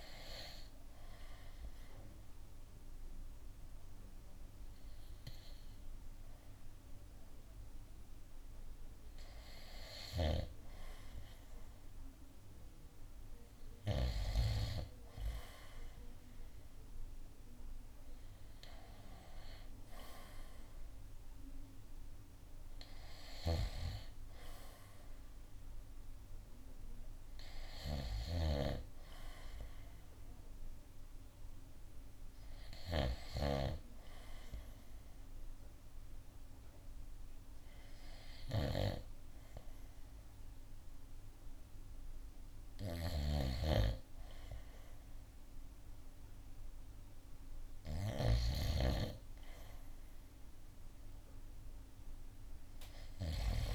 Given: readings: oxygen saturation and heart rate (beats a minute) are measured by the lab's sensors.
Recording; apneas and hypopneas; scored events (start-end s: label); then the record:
breathing in sleep by a room microphone; none
0.00-7.00 s: oxygen desaturation (device-marked, oxygen 89% lowest, heart rate 68 extreme)
43.50-49.00 s: snoring (device-marked)
From the record:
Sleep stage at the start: N2 (light sleep); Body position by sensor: on the right side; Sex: male